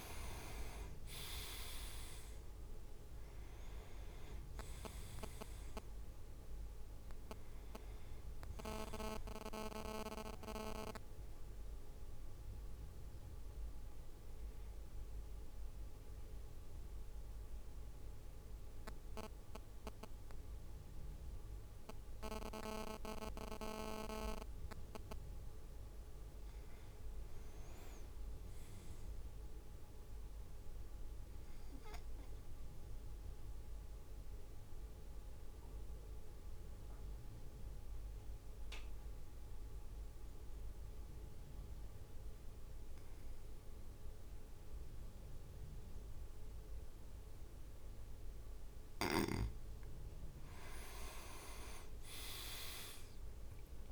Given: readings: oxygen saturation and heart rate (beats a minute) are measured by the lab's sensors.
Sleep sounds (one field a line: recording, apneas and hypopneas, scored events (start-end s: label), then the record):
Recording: breathing in sleep by a room microphone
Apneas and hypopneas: 2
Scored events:
0.00-3.50 s: arousal
0.00-14.50 s: drop in pulse transit time (device-marked, heart rate 53 extreme)
2.50-10.50 s: oxygen desaturation (device-marked, oxygen 98% before, 95% lowest, heart rate 56 before, 52 extreme)
11.50-25.00 s: central apnea (oxygen 98% before, 95% lowest, heart rate 58 before, 50 extreme, up 7 after)
27.00-31.00 s: arousal
27.50-29.00 s: leg movement (device-marked)
34.00-49.50 s: obstructive apnea (oxygen 100% before, 95% lowest, heart rate 55 before, 50 extreme, up 7 after)
51.50-53.92 s: arousal
From the record:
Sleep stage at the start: N2 (light sleep)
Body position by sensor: on the back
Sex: male